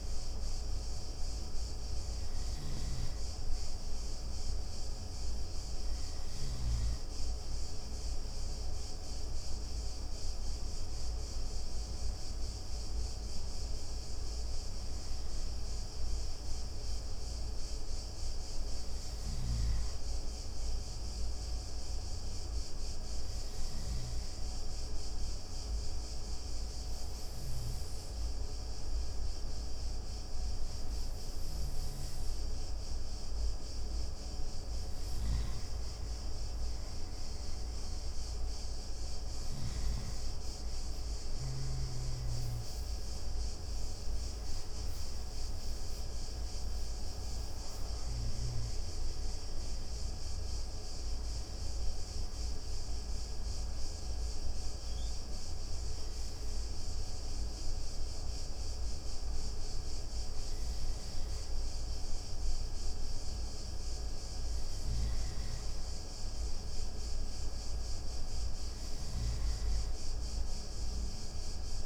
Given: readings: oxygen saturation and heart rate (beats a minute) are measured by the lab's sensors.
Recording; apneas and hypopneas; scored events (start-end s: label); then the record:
breathing in sleep, hard to hear, by a room microphone; 2
2.00-6.50 s: snoring (device-marked)
22.00-33.00 s: obstructive apnea (oxygen 94% before, 90% lowest)
35.00-39.50 s: snoring (device-marked)
37.50-42.00 s: arousal
42.00-69.00 s: oxygen desaturation (device-marked, oxygen 94% before, 90% lowest)
50.50-63.00 s: hypopnea (oxygen 94% before, 90% lowest)
64.50-69.00 s: snoring (device-marked)
65.50-68.50 s: arousal
From the record:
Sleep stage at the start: N2 (light sleep); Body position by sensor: on the right side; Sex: male